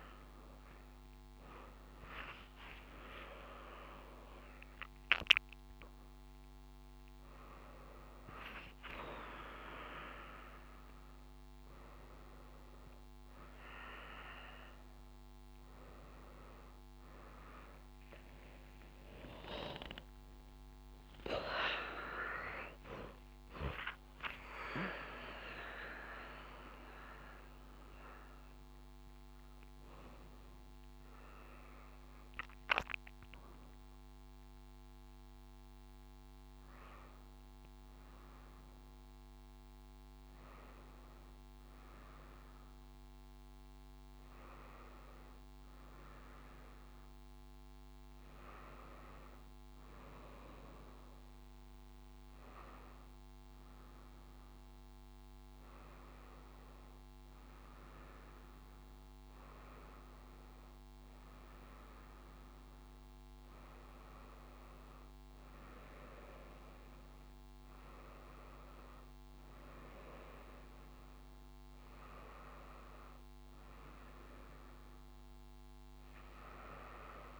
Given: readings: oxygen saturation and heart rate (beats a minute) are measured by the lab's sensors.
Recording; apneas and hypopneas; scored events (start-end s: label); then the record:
a person partly awake in a sleep study, by a microphone on the trachea; none
17.50-77.40 s: new sleep stage, N1 (lightest sleep)
From the record:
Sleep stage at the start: awake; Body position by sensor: on the front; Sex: female